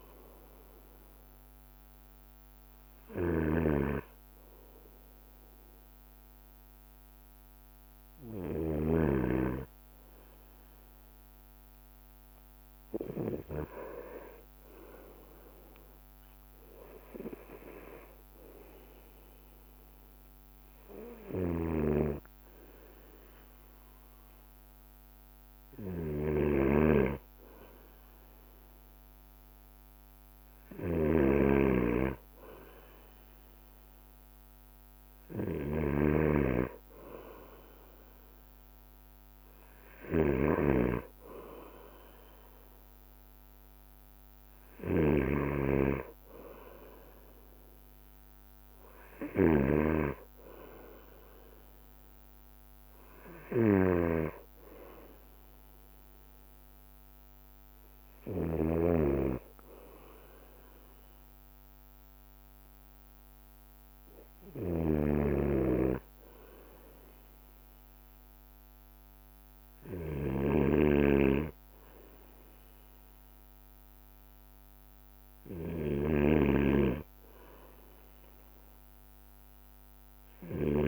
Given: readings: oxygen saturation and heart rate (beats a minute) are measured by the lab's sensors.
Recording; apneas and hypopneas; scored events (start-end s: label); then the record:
breathing in sleep by a microphone on the trachea; none
0.00-3.50 s: drop in pulse transit time (device-marked, heart rate 55 extreme)
0.00-80.88 s: bradycardia (device-marked, heart rate 54 extreme)
3.50-9.50 s: snoring (device-marked)
21.50-59.00 s: snoring (device-marked)
65.00-80.88 s: snoring (device-marked)
From the record:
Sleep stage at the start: N2 (light sleep); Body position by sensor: on the right side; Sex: male